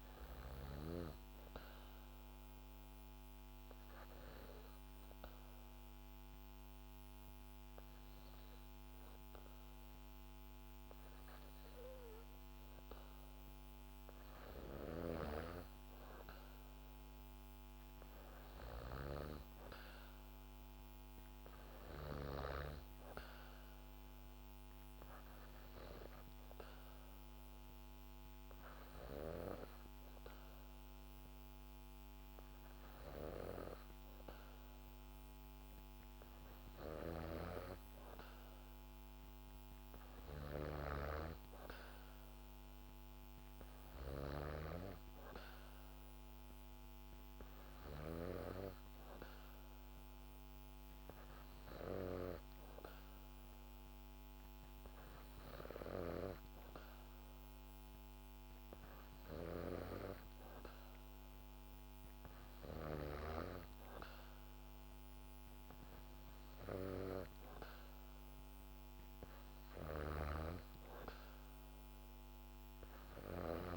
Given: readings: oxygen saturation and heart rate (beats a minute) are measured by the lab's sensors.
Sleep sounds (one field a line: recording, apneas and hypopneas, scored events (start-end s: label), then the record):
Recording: breathing in sleep by a microphone on the trachea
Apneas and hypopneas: 1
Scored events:
0.00-16.00 s: oxygen desaturation (device-marked, oxygen 95% lowest, heart rate 65 extreme)
1.50-13.50 s: hypopnea (oxygen 99% before, 94% lowest, heart rate 67 before, 65 extreme, up 4 after)
17.50-21.50 s: arousal
From the record:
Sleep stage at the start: N2 (light sleep)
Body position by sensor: on the back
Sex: female